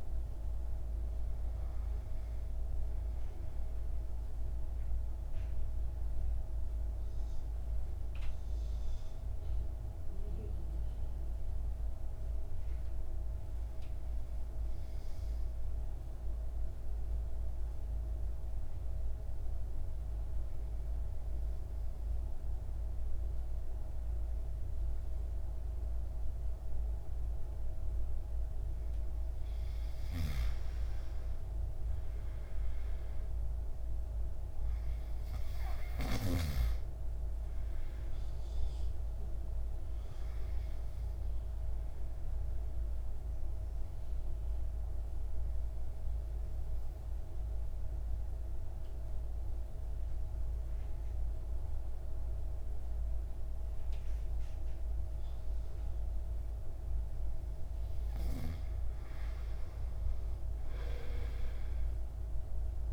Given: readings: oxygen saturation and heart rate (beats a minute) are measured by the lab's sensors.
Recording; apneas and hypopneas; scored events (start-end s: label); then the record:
breathing in sleep, hard to hear, by a room microphone; 2
0.50-18.50 s: oxygen desaturation (device-marked, oxygen 98% before, 92% lowest, heart rate 57 before, 51 extreme)
3.00-27.50 s: obstructive apnea (oxygen 98% before, 90% lowest, heart rate 57 before, 51 extreme, up 6 after)
31.00-34.50 s: arousal
32.50-55.50 s: oxygen desaturation (device-marked, oxygen 99% before, 90% lowest, heart rate 55 before, 53 extreme)
42.00-57.00 s: obstructive apnea (oxygen 99% before, 90% lowest, heart rate 57 before, 53 extreme, up 7 after)
60.00-62.93 s: arousal
From the record:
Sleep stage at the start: N2 (light sleep); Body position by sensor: on the back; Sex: male